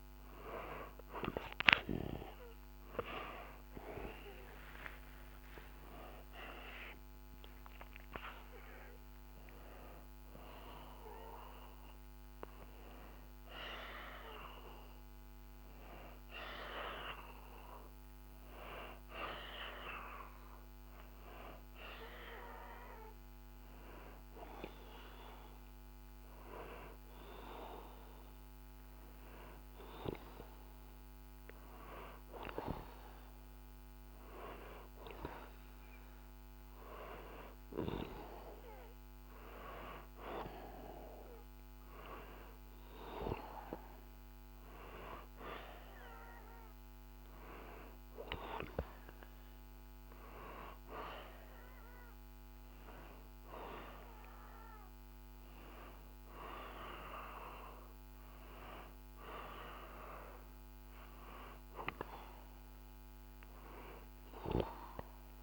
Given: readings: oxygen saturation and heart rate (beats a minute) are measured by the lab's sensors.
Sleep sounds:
breathing in sleep by a microphone on the trachea; none
3.00-8.00 s: arousal
21.00-65.43 s: new sleep stage, N2 (light sleep)
From the record:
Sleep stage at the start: N1 (lightest sleep); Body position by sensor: on the back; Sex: male

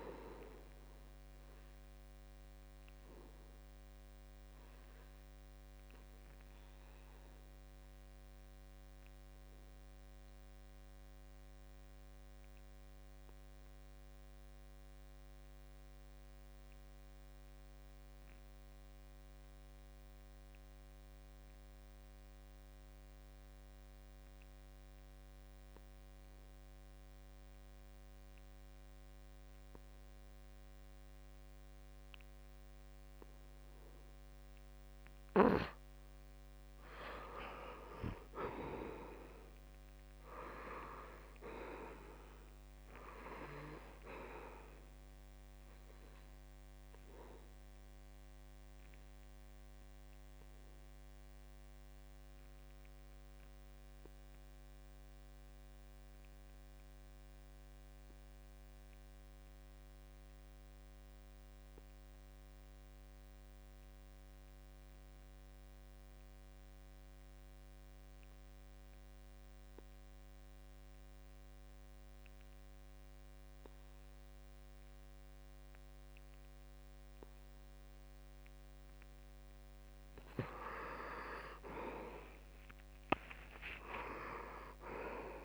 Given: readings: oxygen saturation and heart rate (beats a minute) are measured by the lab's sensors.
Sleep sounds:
breathing in sleep by a microphone on the trachea; 2
0.00-23.00 s: oxygen desaturation (device-marked, oxygen 78% lowest, heart rate 67 extreme)
6.50-33.50 s: obstructive apnea (oxygen 97% before, 77% lowest, heart rate 72 before, 66 extreme, up 8 after)
11.50-13.50 s: long interval between heartbeats (device-marked, heart rate 73 before, 76 extreme)
15.00-17.00 s: long interval between heartbeats (device-marked, heart rate 73 before, 70 extreme)
22.50-24.50 s: long interval between heartbeats (device-marked, heart rate 72 before, 72 extreme)
25.00-65.00 s: oxygen desaturation (device-marked, oxygen 96% before, 77% lowest, heart rate 72 before, 66 extreme)
36.50-39.00 s: arousal
48.50-78.50 s: obstructive apnea (oxygen 96% before, 77% lowest, heart rate 74 before, 66 extreme, up 13 after)
70.00-85.45 s: oxygen desaturation (device-marked, oxygen 97% before, 79% lowest, heart rate 68 before, 66 extreme)
74.00-76.00 s: long interval between heartbeats (device-marked, heart rate 67 before, 71 extreme)
76.50-78.50 s: long interval between heartbeats (device-marked, heart rate 68 before, 74 extreme)
79.00-81.00 s: long interval between heartbeats (device-marked, heart rate 69 before, 73 extreme)
82.00-85.45 s: arousal
From the record:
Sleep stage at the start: N2 (light sleep); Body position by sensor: on the back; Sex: male

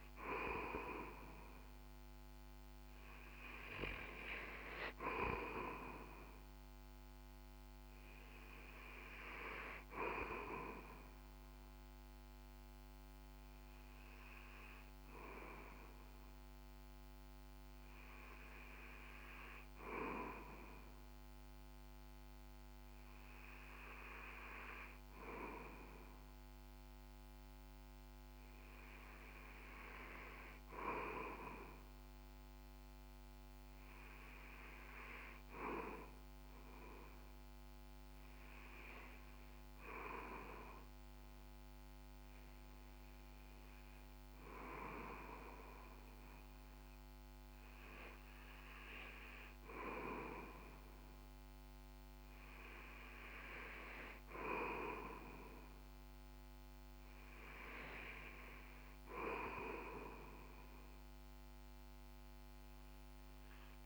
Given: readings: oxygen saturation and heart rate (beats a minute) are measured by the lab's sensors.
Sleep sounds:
breathing in sleep by a microphone on the trachea; none
0.00-1.50 s: arousal
0.00-20.00 s: oxygen desaturation (device-marked, oxygen 92% lowest, heart rate 65 extreme)
From the record:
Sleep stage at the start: REM sleep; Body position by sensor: on the back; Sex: male

